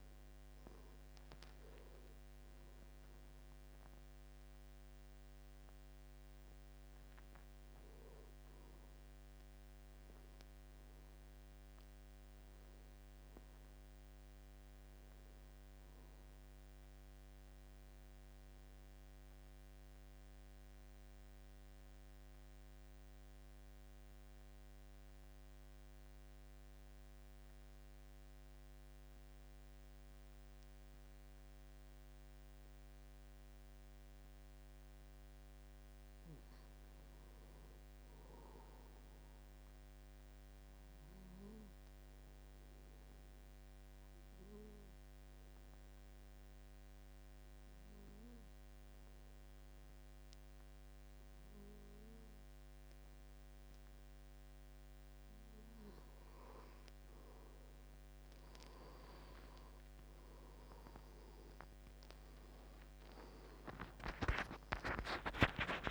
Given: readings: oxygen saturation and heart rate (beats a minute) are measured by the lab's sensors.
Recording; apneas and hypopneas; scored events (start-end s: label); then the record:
breathing in sleep by a microphone on the trachea; 2
0.00-13.50 s: oxygen desaturation (device-marked, oxygen 80% lowest, heart rate 72 extreme)
14.00-17.00 s: arousal
19.50-35.50 s: obstructive apnea (oxygen 98% before, 86% lowest, heart rate 74 before, 70 extreme, up 5 after)
35.50-53.50 s: oxygen desaturation (device-marked, oxygen 96% before, 87% lowest, heart rate 73 before, 70 extreme)
38.00-40.50 s: arousal
42.00-55.50 s: obstructive apnea (oxygen 98% before, 86% lowest, heart rate 73 before, 71 extreme, up 7 after)
56.50-65.91 s: new sleep stage, N1 (lightest sleep)
59.50-65.91 s: oxygen desaturation (device-marked, oxygen 90% before, 86% lowest, heart rate 73 before, 73 extreme)
From the record:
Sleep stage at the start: N2 (light sleep); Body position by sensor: on the back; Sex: male